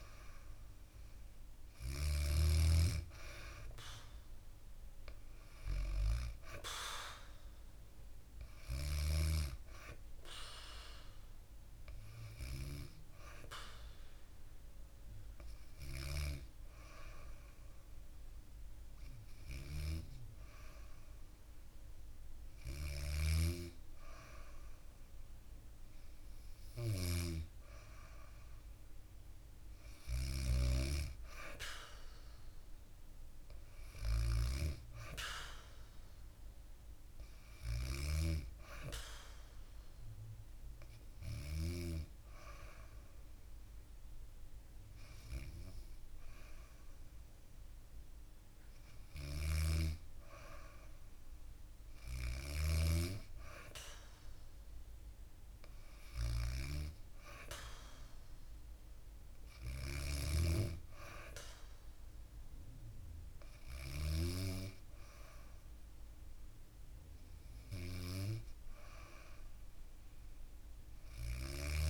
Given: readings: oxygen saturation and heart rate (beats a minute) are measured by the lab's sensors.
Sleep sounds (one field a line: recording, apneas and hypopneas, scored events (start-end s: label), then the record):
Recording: breathing in sleep by a room microphone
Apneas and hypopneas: none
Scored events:
0.00-1.00 s: arousal
0.00-1.50 s: snoring (device-marked)
22.00-41.00 s: snoring (device-marked)
29.50-52.50 s: oxygen desaturation (device-marked, oxygen 97% before, 94% lowest, heart rate 64 before, 61 extreme)
48.50-71.90 s: snoring (device-marked)
From the record:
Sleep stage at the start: N2 (light sleep)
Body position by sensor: on the back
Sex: female